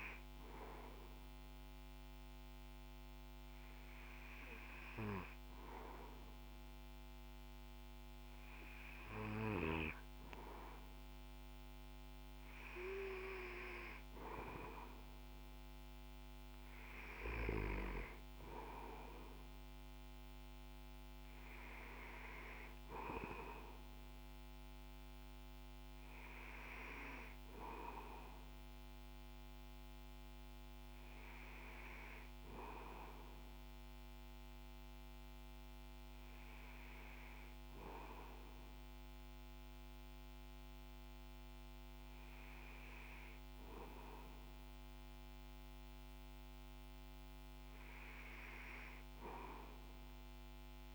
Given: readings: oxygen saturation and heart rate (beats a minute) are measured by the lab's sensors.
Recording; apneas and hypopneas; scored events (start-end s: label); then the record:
breathing in sleep by a microphone on the trachea; none
none scored
From the record:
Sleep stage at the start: REM sleep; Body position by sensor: on the back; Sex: male